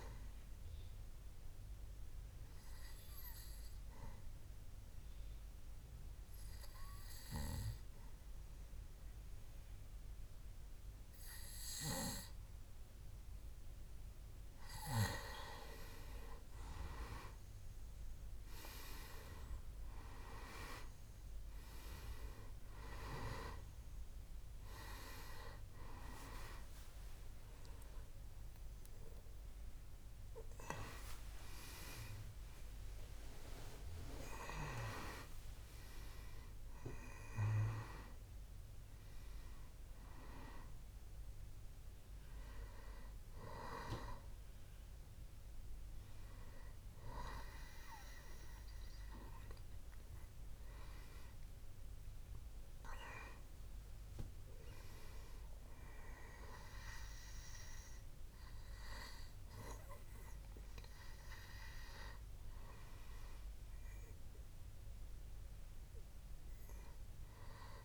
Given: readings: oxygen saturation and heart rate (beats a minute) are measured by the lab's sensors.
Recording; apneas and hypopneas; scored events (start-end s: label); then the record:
a person awake in a sleep study, by a room microphone; 1
2.00-15.00 s: obstructive apnea (oxygen 98% before, 92% lowest, heart rate 72 before, 65 extreme, up 7 after)
20.50-48.50 s: oxygen desaturation (device-marked, oxygen 98% before, 92% lowest, heart rate 67 before, 70 extreme)
23.50-67.84 s: new sleep stage, awake
From the record:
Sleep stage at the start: N2 (light sleep); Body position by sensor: on the back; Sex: male